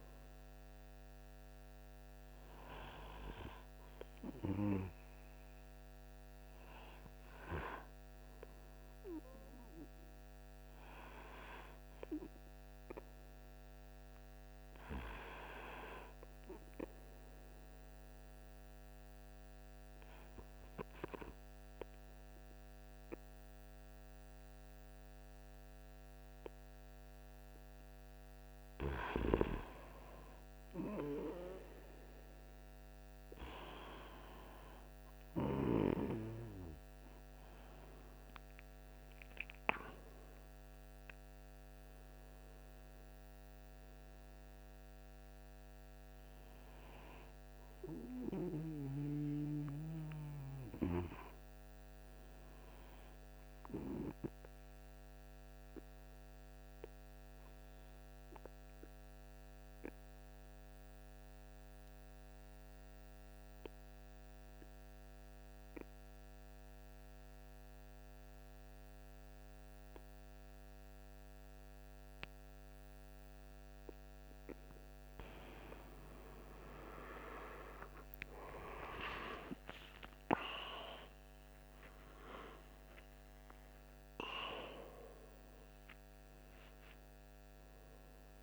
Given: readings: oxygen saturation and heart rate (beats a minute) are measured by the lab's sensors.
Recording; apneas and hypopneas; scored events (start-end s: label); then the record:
breathing in sleep by a microphone on the trachea; 2
16.50-28.50 s: obstructive apnea (oxygen 96% before, 94% lowest, heart rate 47 before, 44 extreme, up 1 after)
30.00-34.50 s: arousal
54.50-73.50 s: obstructive apnea (oxygen 96% before, 93% lowest, heart rate 47 before, 43 extreme, up 4 after)
74.50-79.00 s: arousal
80.00-88.43 s: oxygen desaturation (device-marked, oxygen 97% before, 93% lowest, heart rate 47 before, 42 extreme)
From the record:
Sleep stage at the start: N2 (light sleep); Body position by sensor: on the right side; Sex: male